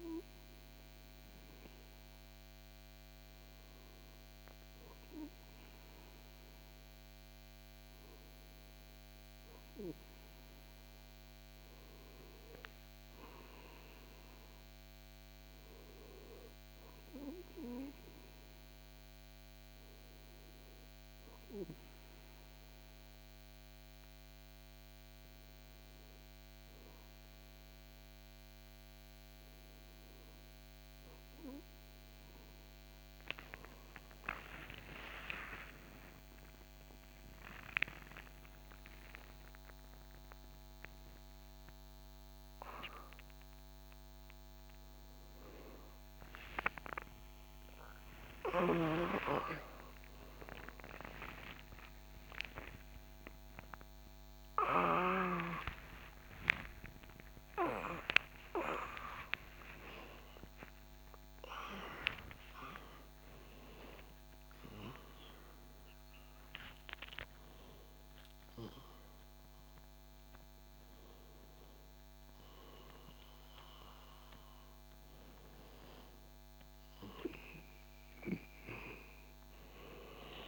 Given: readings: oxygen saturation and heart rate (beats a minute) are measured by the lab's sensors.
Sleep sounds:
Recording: a person partly awake in a sleep study, by a microphone on the trachea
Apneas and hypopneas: none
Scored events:
31.00-61.00 s: new sleep stage, awake
61.00-80.48 s: new sleep stage, N1 (lightest sleep)
From the record:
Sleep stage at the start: REM sleep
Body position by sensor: on the back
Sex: male

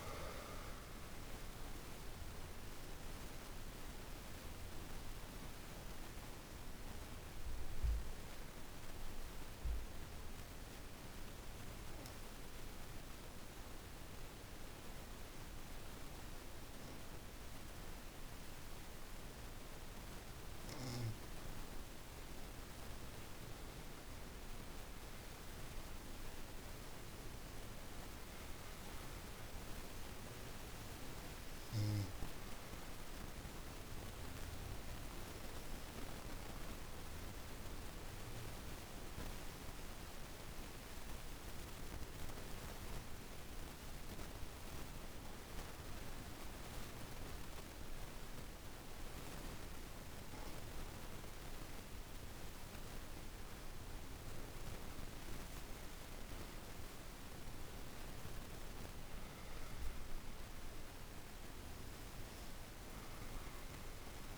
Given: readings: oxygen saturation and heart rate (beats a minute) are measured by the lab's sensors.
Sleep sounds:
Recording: breathing in sleep, hard to hear, by a room microphone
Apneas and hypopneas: 2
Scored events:
0.00-16.00 s: oxygen desaturation (device-marked, oxygen 85% lowest, heart rate 52 extreme)
2.50-19.00 s: obstructive apnea (oxygen 98% before, 83% lowest, heart rate 54 before, 52 extreme, up 4 after)
21.00-25.00 s: arousal
28.00-46.00 s: oxygen desaturation (device-marked, oxygen 97% before, 83% lowest, heart rate 53 before, 52 extreme)
34.00-51.50 s: obstructive apnea (oxygen 97% before, 80% lowest, heart rate 55 before, 52 extreme, up 5 after)
53.50-57.50 s: arousal
57.00-64.38 s: oxygen desaturation (device-marked, oxygen 98% before, 86% lowest, heart rate 53 before, 52 extreme)
From the record:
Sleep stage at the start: N2 (light sleep)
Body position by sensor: on the back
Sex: female

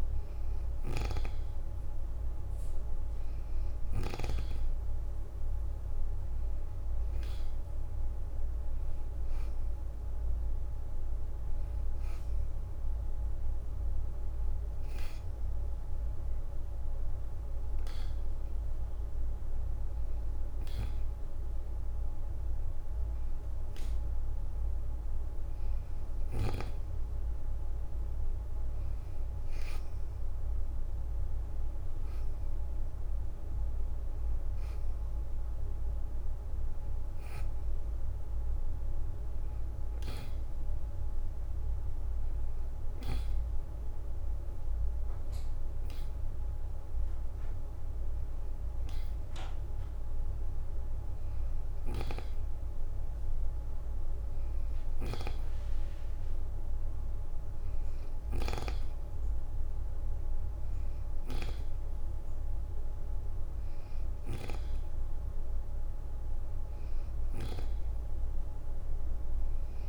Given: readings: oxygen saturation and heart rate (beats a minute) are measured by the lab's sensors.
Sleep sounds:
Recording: breathing in sleep by a room microphone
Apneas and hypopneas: 2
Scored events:
0.00-1.00 s: leg movement (device-marked)
4.50-7.00 s: leg movement (device-marked)
7.50-12.00 s: arousal
16.00-26.50 s: hypopnea (oxygen 91% before, 88% lowest, heart rate 50 before, 39 extreme, up 30 after)
28.50-32.50 s: arousal
37.00-50.00 s: oxygen desaturation (device-marked, oxygen 92% before, 88% lowest, heart rate 56 before, 48 extreme)
40.50-51.00 s: hypopnea (oxygen 92% before, 88% lowest, heart rate 56 before, 48 extreme, up 9 after)
41.50-45.50 s: leg movement (device-marked)
50.50-51.50 s: leg movement (device-marked)
54.00-57.00 s: arousal
60.00-69.89 s: oxygen desaturation (device-marked, oxygen 92% before, 88% lowest, heart rate 56 before, 35 extreme)
From the record:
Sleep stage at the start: N2 (light sleep)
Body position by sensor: on the back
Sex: female

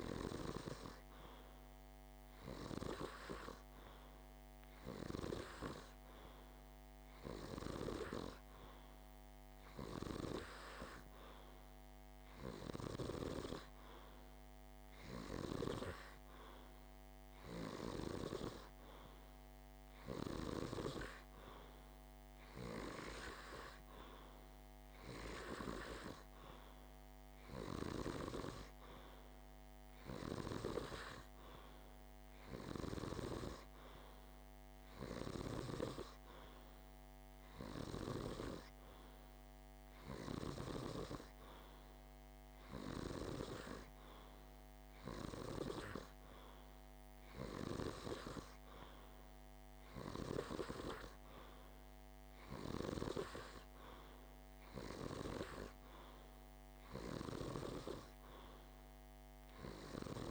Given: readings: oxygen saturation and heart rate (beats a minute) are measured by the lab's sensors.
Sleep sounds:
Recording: breathing in sleep by a microphone on the trachea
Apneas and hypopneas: none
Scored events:
none scored
From the record:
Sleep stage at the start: N2 (light sleep)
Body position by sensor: on the back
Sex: male

